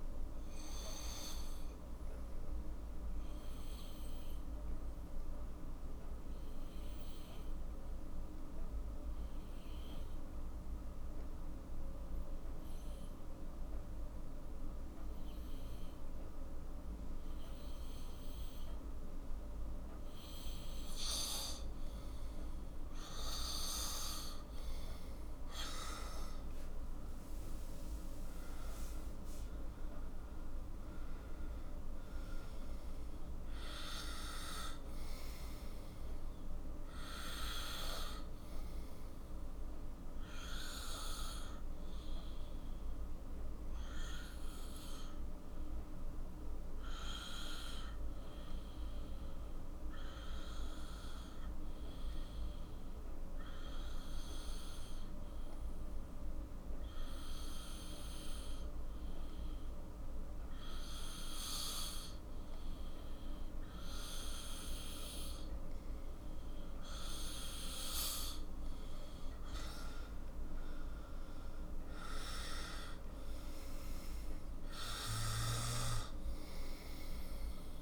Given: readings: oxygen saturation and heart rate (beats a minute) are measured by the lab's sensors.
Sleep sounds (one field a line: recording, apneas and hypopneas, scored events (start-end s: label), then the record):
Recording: breathing in sleep by a room microphone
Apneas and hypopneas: 2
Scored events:
0.00-10.50 s: oxygen desaturation (device-marked, oxygen 92% lowest, heart rate 49 extreme)
3.50-22.00 s: obstructive apnea (oxygen 98% before, 92% lowest, heart rate 55 before, 45 extreme, up 11 after)
23.50-48.50 s: oxygen desaturation (device-marked, oxygen 97% before, 92% lowest, heart rate 51 before, 45 extreme)
24.00-28.00 s: arousal
41.50-68.50 s: obstructive apnea (oxygen 97% before, 92% lowest, heart rate 57 before, 46 extreme, up 8 after)
63.50-77.82 s: oxygen desaturation (device-marked, oxygen 97% before, 92% lowest, heart rate 52 before, 46 extreme)
70.50-74.00 s: arousal
From the record:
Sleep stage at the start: N2 (light sleep)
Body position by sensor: on the back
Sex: male